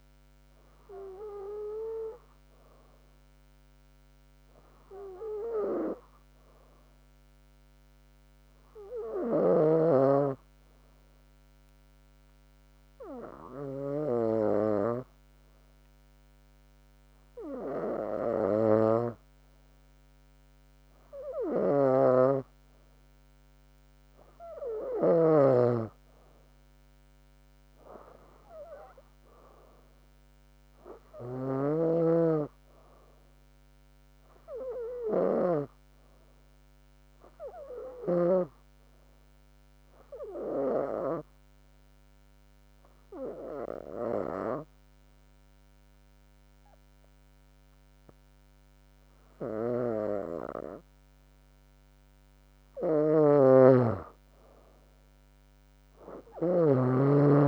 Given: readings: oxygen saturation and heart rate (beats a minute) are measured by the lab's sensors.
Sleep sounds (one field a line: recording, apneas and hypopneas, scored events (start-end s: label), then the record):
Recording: breathing in sleep by a microphone on the trachea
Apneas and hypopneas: 2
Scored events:
8.50-21.00 s: hypopnea (oxygen 97% before, 93% lowest, heart rate 68 before, 68 extreme, up 2 after)
26.00-30.00 s: arousal
40.50-53.00 s: obstructive apnea (oxygen 97% before, 93% lowest, heart rate 70 before, 63 extreme, up 8 after)
50.50-57.48 s: oxygen desaturation (device-marked, oxygen 96% before, 93% lowest, heart rate 69 before, 64 extreme)
53.50-57.00 s: snoring (device-marked)
55.00-57.48 s: arousal
From the record:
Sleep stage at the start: N2 (light sleep)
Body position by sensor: on the back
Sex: female